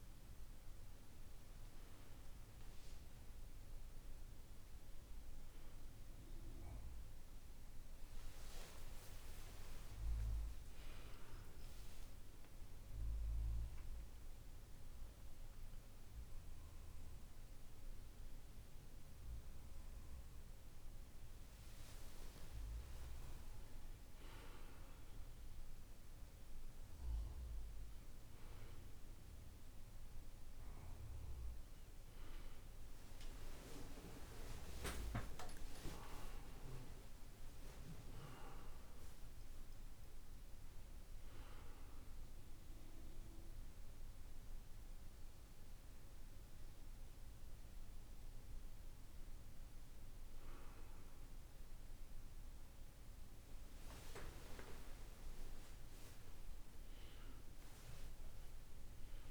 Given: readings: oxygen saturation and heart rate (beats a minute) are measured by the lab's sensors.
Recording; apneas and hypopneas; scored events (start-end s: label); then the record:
a person awake in a sleep study, by a room microphone; none
7.00-59.31 s: new sleep stage, awake
From the record:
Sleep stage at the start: N1 (lightest sleep); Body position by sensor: on the back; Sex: male